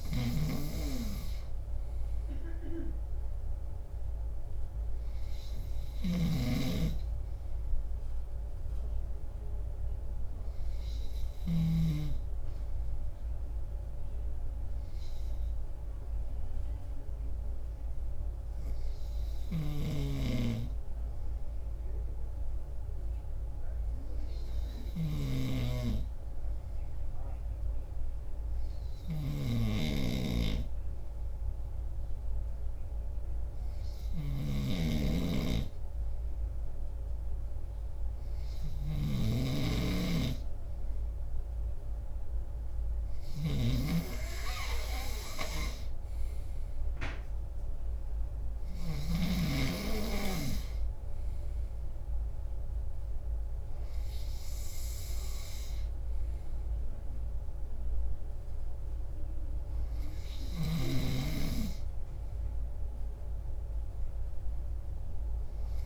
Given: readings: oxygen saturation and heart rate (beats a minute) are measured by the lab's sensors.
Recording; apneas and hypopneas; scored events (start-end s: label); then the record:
breathing in sleep by a room microphone; 1
0.00-11.50 s: snoring (device-marked)
10.50-44.50 s: obstructive apnea (oxygen 95% before, 94% lowest)
19.50-49.50 s: snoring (device-marked)
46.00-49.50 s: arousal
60.50-65.86 s: snoring (device-marked)
62.50-65.86 s: arousal
From the record:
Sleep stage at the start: N2 (light sleep); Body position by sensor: on the left side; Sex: male